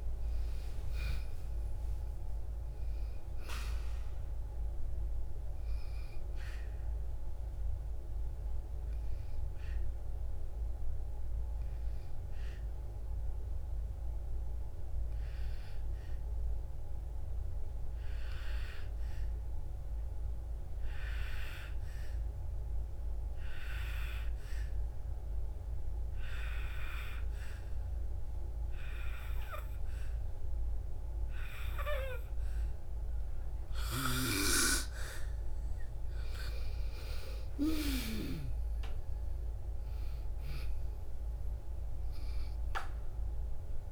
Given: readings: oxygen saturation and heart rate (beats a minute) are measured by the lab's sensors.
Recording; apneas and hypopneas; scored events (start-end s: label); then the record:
breathing in sleep by a room microphone; 1
0.00-30.00 s: oxygen desaturation (device-marked, oxygen 88% lowest, heart rate 53 extreme)
6.00-34.50 s: obstructive apnea (oxygen 97% before, 88% lowest, heart rate 68 before, 53 extreme, up 7 after)
36.00-39.50 s: arousal
42.00-43.92 s: oxygen desaturation (device-marked, oxygen 97% before, 91% lowest, heart rate 63 before, 57 extreme)
From the record:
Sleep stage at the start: N2 (light sleep); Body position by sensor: on the back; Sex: female